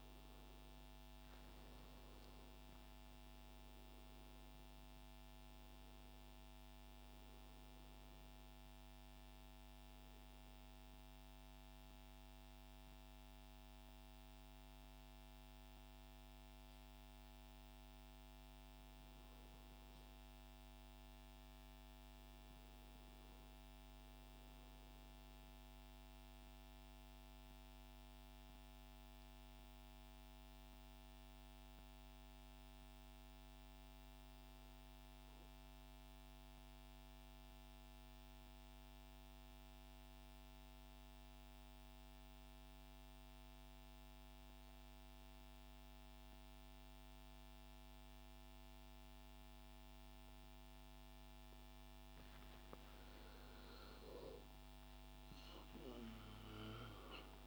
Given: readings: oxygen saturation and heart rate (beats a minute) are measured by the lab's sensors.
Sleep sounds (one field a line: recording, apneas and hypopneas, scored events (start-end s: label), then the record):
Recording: breathing in sleep, hard to hear, by a microphone on the trachea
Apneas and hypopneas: 1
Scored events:
0.00-11.50 s: oxygen desaturation (device-marked, oxygen 88% lowest)
19.50-23.00 s: arousal
25.50-50.00 s: central apnea (oxygen 99% before, 92% lowest, heart rate 89 before, 84 extreme)
46.50-57.46 s: oxygen desaturation (device-marked, oxygen 98% before, 92% lowest, heart rate 127 before, 76 extreme)
52.50-57.00 s: arousal
From the record:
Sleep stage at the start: N2 (light sleep)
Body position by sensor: on the right side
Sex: male